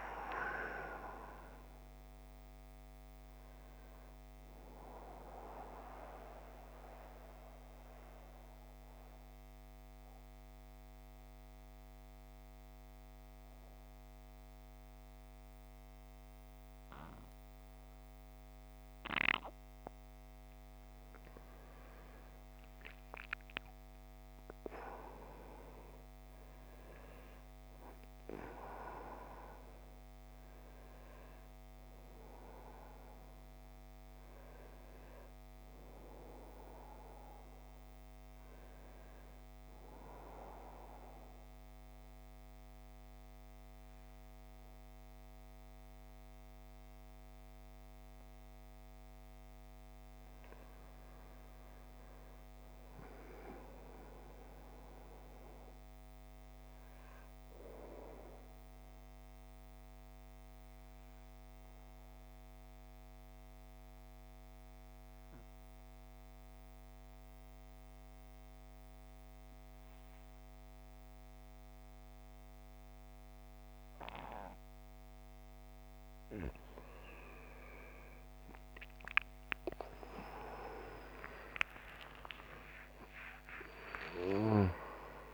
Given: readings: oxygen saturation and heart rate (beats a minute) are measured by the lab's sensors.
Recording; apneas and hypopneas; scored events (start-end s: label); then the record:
breathing in sleep by a microphone on the trachea; 2
5.50-19.50 s: mixed apnea (oxygen 97% before, 90% lowest, heart rate 59 before, 56 extreme, up 10 after)
22.00-26.50 s: arousal
26.00-47.00 s: oxygen desaturation (device-marked, oxygen 97% before, 90% lowest, heart rate 60 before, 54 extreme)
50.00-54.00 s: arousal
57.50-75.50 s: mixed apnea (oxygen 97% before, 88% lowest, heart rate 58 before, 44 extreme, up 9 after)
79.00-84.50 s: arousal
82.00-85.34 s: oxygen desaturation (device-marked, oxygen 97% before, 88% lowest, heart rate 58 before, 44 extreme)
From the record:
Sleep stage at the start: N2 (light sleep); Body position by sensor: on the back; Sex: male